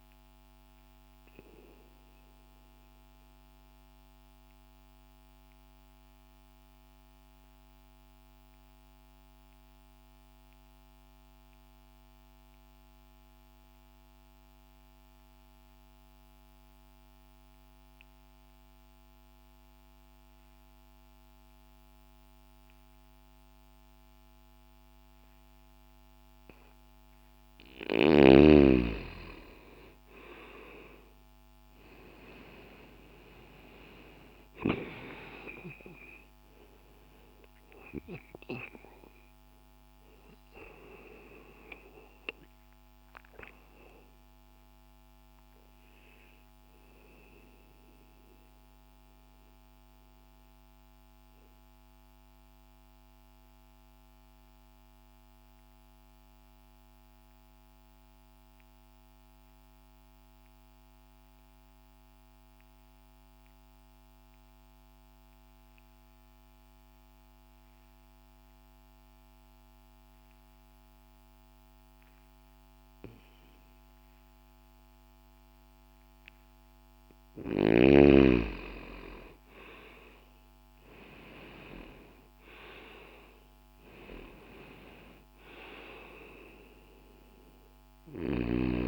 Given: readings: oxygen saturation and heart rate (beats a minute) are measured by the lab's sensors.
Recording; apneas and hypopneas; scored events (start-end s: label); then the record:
breathing in sleep by a microphone on the trachea; 2
0.50-26.00 s: mixed apnea (oxygen 96% before, 85% lowest, heart rate 60 before, 60 extreme, up 0 after)
13.50-24.50 s: oxygen desaturation (device-marked, oxygen 93% before, 85% lowest, heart rate 60 before, 60 extreme)
28.50-33.00 s: arousal
47.50-76.50 s: mixed apnea (oxygen 97% before, 82% lowest, heart rate 60 before, 60 extreme, up 0 after)
60.50-66.50 s: oxygen desaturation (device-marked, oxygen 94% before, 90% lowest, heart rate 61 before, 60 extreme)
77.50-88.88 s: oxygen desaturation (device-marked, oxygen 97% before, 82% lowest, heart rate 60 before, 60 extreme)
78.00-82.50 s: arousal
From the record:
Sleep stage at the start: N2 (light sleep); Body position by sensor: on the left side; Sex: male